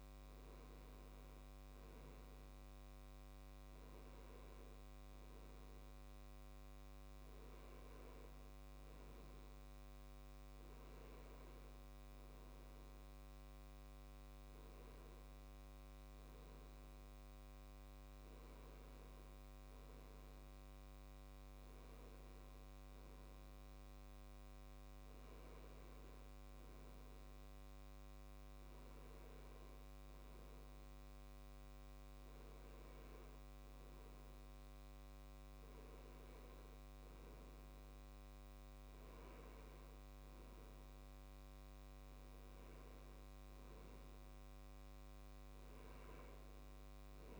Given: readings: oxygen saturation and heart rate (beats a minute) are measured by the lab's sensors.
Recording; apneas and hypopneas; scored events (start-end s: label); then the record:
breathing in sleep, hard to hear, by a microphone on the trachea; none
none scored
From the record:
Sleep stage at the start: N2 (light sleep); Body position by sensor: on the left side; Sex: male